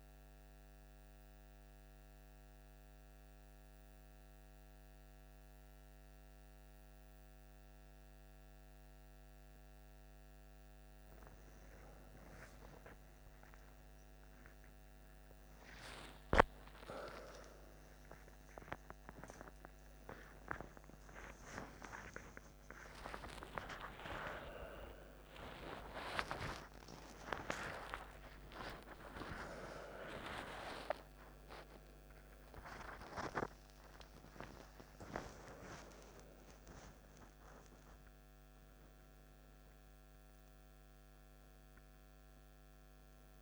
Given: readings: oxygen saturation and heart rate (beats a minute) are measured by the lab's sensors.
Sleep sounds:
a person awake in a sleep study, by a microphone on the trachea; none
20.00-43.42 s: new sleep stage, awake
From the record:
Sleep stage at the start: N1 (lightest sleep); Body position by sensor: on the back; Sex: male

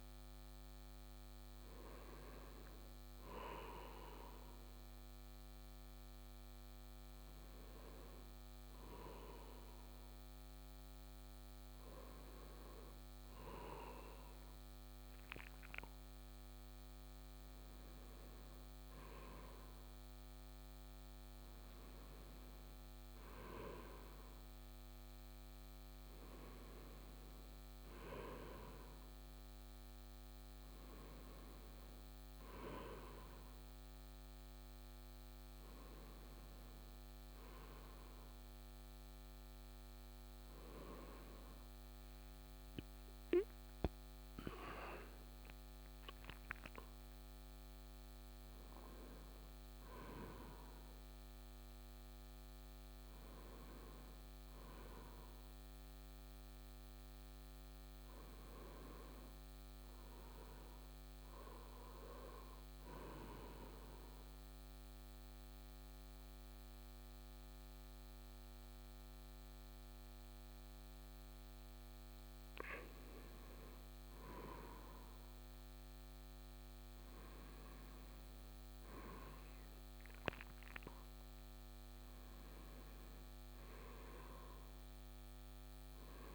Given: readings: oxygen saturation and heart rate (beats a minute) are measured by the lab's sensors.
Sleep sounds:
breathing in sleep by a microphone on the trachea; none
none scored
From the record:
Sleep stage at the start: N1 (lightest sleep); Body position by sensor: on the right side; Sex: male

